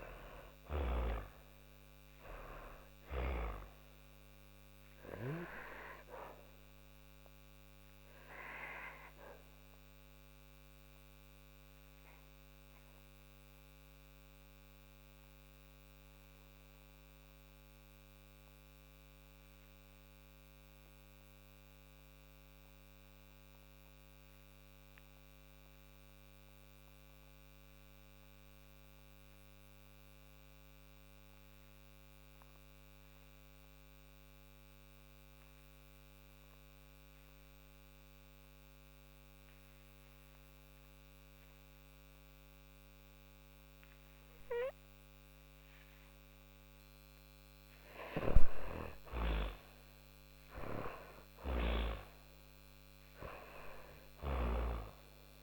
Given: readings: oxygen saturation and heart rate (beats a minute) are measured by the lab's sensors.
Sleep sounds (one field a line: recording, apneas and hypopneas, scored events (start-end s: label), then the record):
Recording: breathing in sleep by a microphone on the trachea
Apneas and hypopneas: 1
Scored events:
0.00-17.50 s: oxygen desaturation (device-marked, oxygen 87% lowest, heart rate 39 extreme)
6.00-43.00 s: obstructive apnea (oxygen 98% before, 86% lowest, heart rate 52 before, 39 extreme, up 47 after)
38.50-55.43 s: oxygen desaturation (device-marked, oxygen 98% before, 86% lowest, heart rate 47 before, 38 extreme)
46.50-52.00 s: arousal
49.50-53.00 s: snoring (device-marked)
From the record:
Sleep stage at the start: N2 (light sleep)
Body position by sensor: on the back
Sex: female